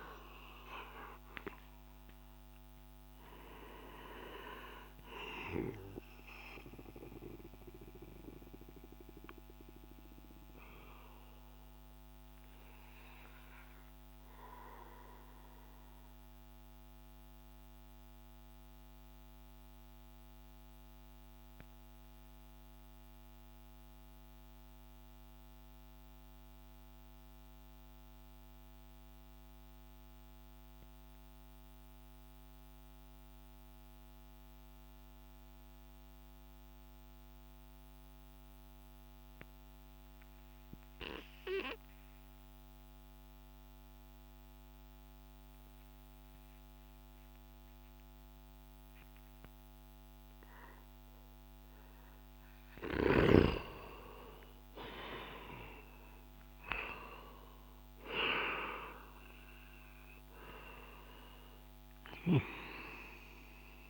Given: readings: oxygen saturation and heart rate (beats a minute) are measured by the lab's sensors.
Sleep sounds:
breathing in sleep by a microphone on the trachea; 1
4.50-15.50 s: oxygen desaturation (device-marked, oxygen 94% before, 91% lowest)
6.50-50.50 s: mixed apnea (oxygen 95% before, 91% lowest)
44.50-63.90 s: oxygen desaturation (device-marked, oxygen 97% before, 93% lowest)
53.00-57.50 s: arousal
From the record:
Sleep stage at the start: N2 (light sleep); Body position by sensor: on the back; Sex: male

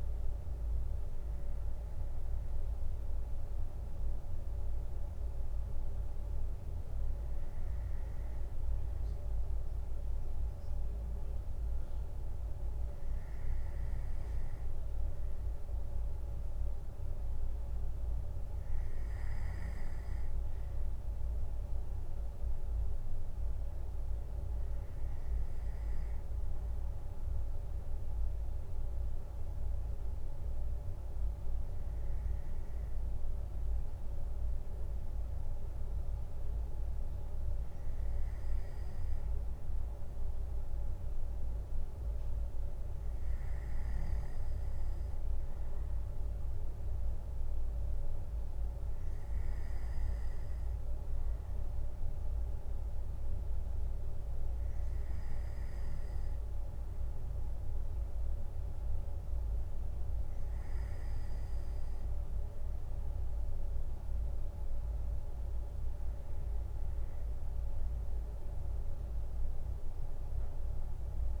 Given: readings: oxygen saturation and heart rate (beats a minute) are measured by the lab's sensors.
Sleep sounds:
breathing in sleep, hard to hear, by a room microphone; none
none scored
From the record:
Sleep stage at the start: N2 (light sleep); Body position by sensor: on the left side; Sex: male

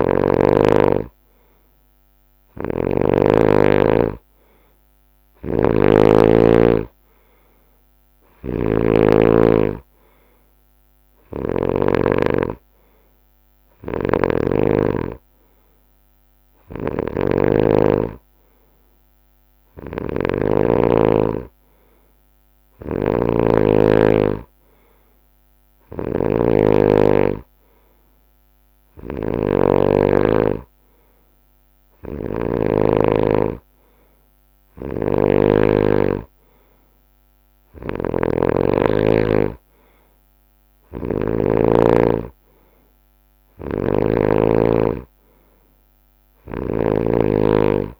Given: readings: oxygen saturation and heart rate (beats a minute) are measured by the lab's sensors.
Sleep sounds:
breathing in sleep by a microphone on the trachea; none
0.00-3.00 s: snoring (device-marked)
5.00-11.50 s: snoring (device-marked)
13.50-20.50 s: snoring (device-marked)
22.50-32.50 s: snoring (device-marked)
34.50-36.50 s: long interval between heartbeats (device-marked, heart rate 70 before, 71 extreme)
34.50-41.50 s: snoring (device-marked)
43.50-48.00 s: snoring (device-marked)
From the record:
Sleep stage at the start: N2 (light sleep); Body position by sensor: on the right side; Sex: male

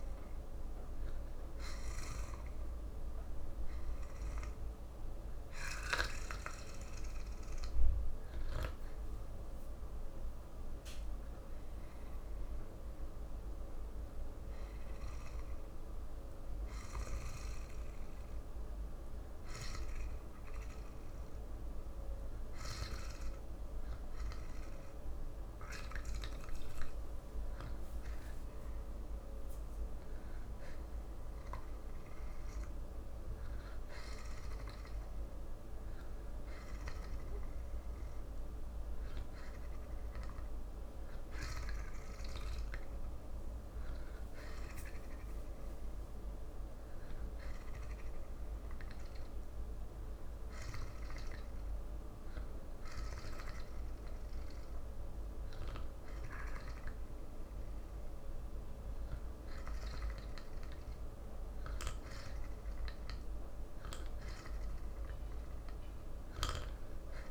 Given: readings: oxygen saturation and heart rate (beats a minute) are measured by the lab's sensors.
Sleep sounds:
breathing in sleep, hard to hear, by a room microphone; 2
12.00-27.00 s: obstructive apnea (oxygen 95% before, 91% lowest, heart rate 91 before, 64 extreme, up 50 after)
28.50-32.00 s: arousal
42.00-62.50 s: obstructive apnea (oxygen 94% before, 91% lowest, heart rate 90 before, 55 extreme, up 36 after)
From the record:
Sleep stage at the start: N2 (light sleep); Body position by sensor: on the back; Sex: male

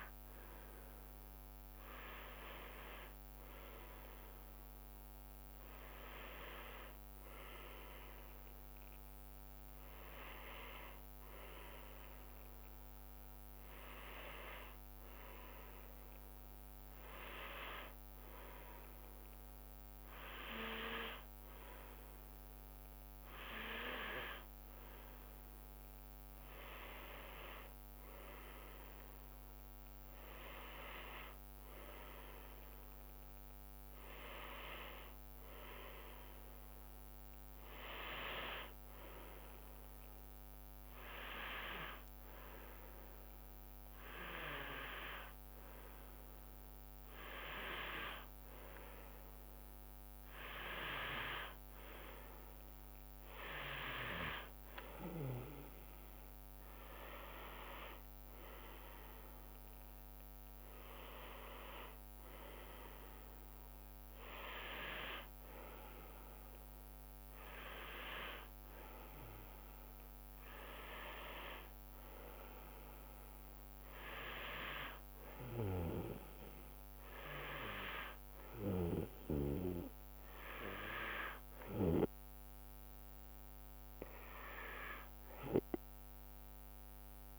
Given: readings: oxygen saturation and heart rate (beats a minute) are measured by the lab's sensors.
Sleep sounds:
breathing in sleep by a microphone on the trachea; none
5.00-10.00 s: arousal
54.50-68.50 s: drop in pulse transit time (device-marked, heart rate 75 before, 75 extreme)
From the record:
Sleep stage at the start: N2 (light sleep); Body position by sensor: on the back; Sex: female

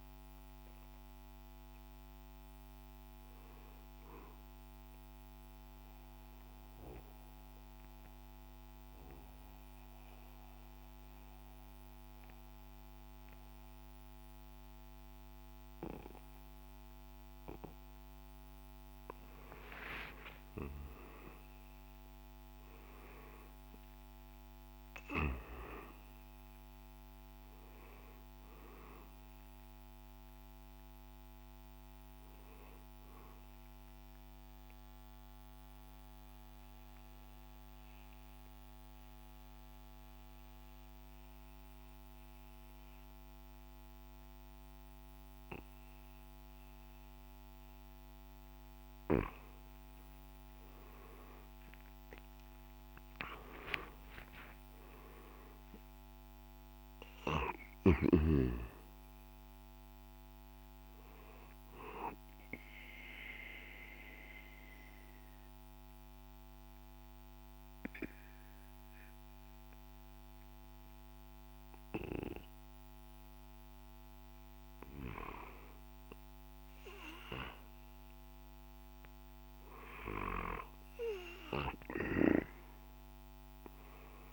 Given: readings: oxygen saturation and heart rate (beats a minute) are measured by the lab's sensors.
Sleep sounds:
breathing in sleep by a microphone on the trachea; 3
0.50-13.50 s: oxygen desaturation (device-marked, oxygen 97% before, 92% lowest, heart rate 60 before, 57 extreme)
3.50-18.00 s: obstructive apnea (oxygen 97% before, 92% lowest, heart rate 61 before, 55 extreme, up 7 after)
19.50-25.00 s: arousal
32.50-43.50 s: oxygen desaturation (device-marked, oxygen 97% before, 92% lowest, heart rate 61 before, 55 extreme)
34.00-48.50 s: obstructive apnea (oxygen 97% before, 92% lowest, heart rate 61 before, 55 extreme, up 14 after)
51.50-56.50 s: arousal
54.50-65.50 s: drop in pulse transit time (device-marked, heart rate 59 before, 59 extreme)
63.00-73.00 s: obstructive apnea (oxygen 97% before, 92% lowest, heart rate 61 before, 55 extreme, up 5 after)
63.50-75.50 s: oxygen desaturation (device-marked, oxygen 97% before, 93% lowest, heart rate 62 before, 54 extreme)
75.50-79.50 s: arousal
From the record:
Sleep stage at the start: N2 (light sleep); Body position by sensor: on the right side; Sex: male

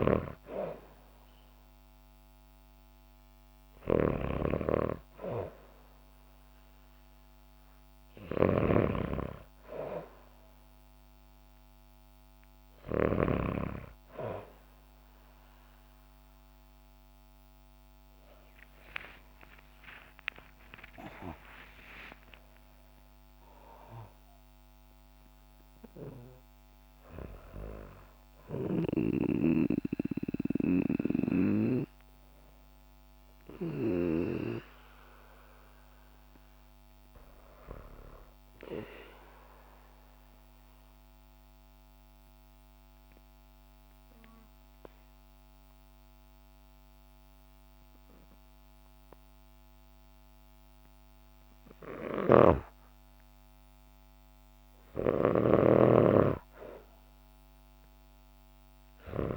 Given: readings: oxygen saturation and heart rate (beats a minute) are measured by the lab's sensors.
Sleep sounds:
breathing in sleep by a microphone on the trachea; 1
0.00-2.50 s: oxygen desaturation (device-marked, oxygen 92% lowest, heart rate 58 extreme)
18.50-22.50 s: arousal
39.00-51.50 s: obstructive apnea (oxygen 98% before, 93% lowest, heart rate 66 before, 56 extreme, up 5 after)
52.00-59.37 s: snoring (device-marked)
53.50-56.50 s: arousal
53.50-59.37 s: oxygen desaturation (device-marked, oxygen 98% before, 93% lowest, heart rate 58 before, 56 extreme)
From the record:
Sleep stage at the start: N2 (light sleep); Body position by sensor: on the back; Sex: female

